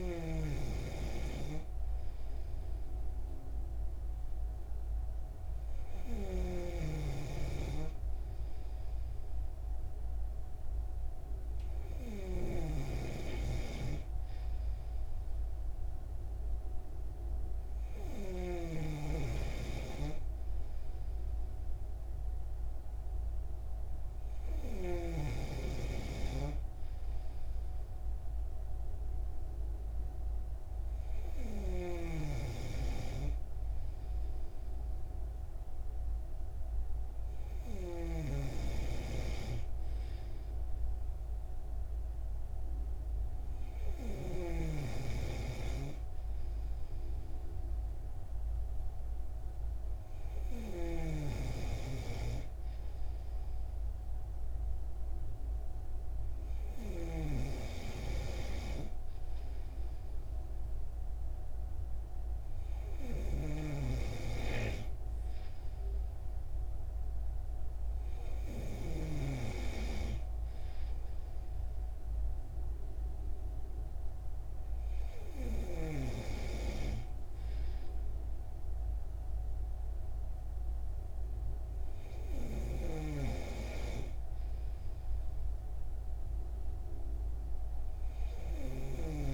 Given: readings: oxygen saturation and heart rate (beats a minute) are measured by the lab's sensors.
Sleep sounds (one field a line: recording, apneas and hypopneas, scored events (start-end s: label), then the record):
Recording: breathing in sleep by a room microphone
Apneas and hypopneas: none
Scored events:
6.50-19.00 s: snoring (device-marked)
32.00-38.50 s: snoring (device-marked)
64.00-69.50 s: snoring (device-marked)
From the record:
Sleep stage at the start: N3 (deep sleep)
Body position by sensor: on the right side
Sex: male